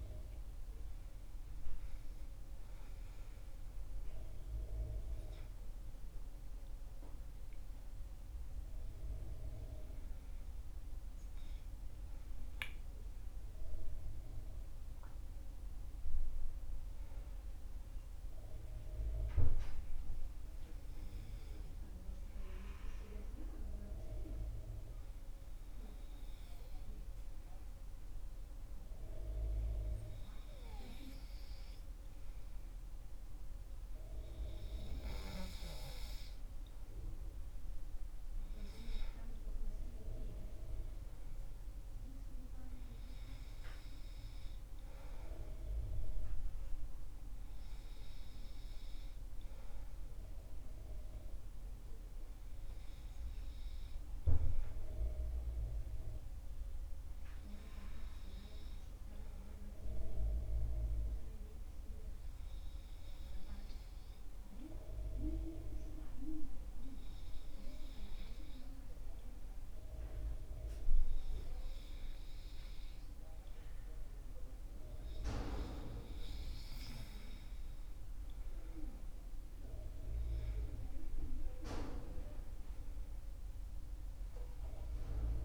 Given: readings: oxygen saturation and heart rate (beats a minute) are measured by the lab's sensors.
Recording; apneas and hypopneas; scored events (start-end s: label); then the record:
breathing in sleep by a room microphone; 2
18.00-34.50 s: hypopnea (oxygen 97% before, 94% lowest, heart rate 71 before, 62 extreme, up 6 after)
35.50-51.50 s: oxygen desaturation (device-marked, oxygen 97% before, 94% lowest, heart rate 69 before, 62 extreme)
36.50-40.00 s: arousal
56.50-74.00 s: hypopnea (oxygen 97% before, 94% lowest, heart rate 66 before, 62 extreme, up 7 after)
77.00-80.50 s: arousal
From the record:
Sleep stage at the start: N2 (light sleep); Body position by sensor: on the back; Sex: male